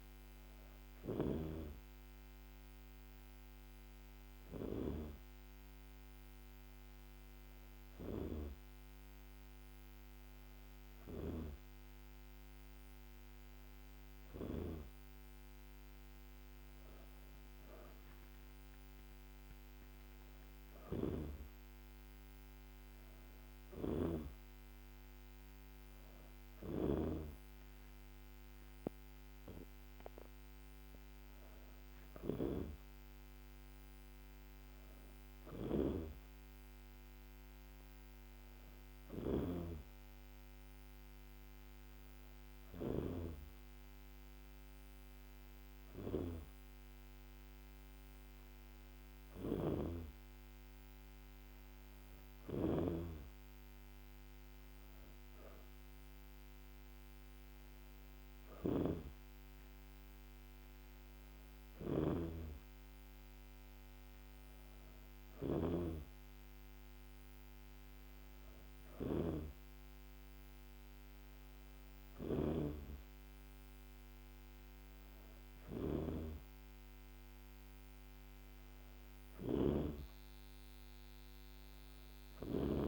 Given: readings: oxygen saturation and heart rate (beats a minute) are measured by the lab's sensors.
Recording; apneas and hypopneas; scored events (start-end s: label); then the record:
breathing in sleep by a microphone on the trachea; none
23.50-27.00 s: snoring (device-marked)
72.00-76.00 s: snoring (device-marked)
From the record:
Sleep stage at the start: N2 (light sleep); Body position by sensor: on the back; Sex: female